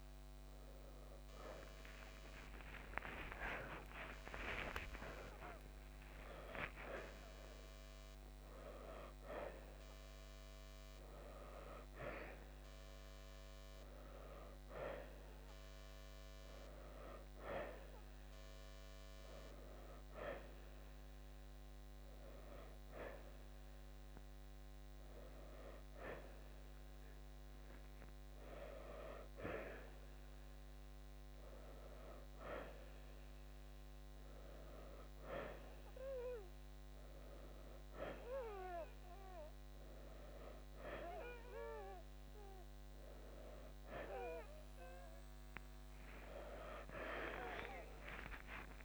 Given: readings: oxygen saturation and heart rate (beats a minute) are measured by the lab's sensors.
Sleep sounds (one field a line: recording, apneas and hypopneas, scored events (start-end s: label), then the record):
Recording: breathing in sleep by a microphone on the trachea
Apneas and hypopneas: none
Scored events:
3.00-7.50 s: arousal
44.00-48.00 s: arousal
From the record:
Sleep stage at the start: N1 (lightest sleep)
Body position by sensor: on the back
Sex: male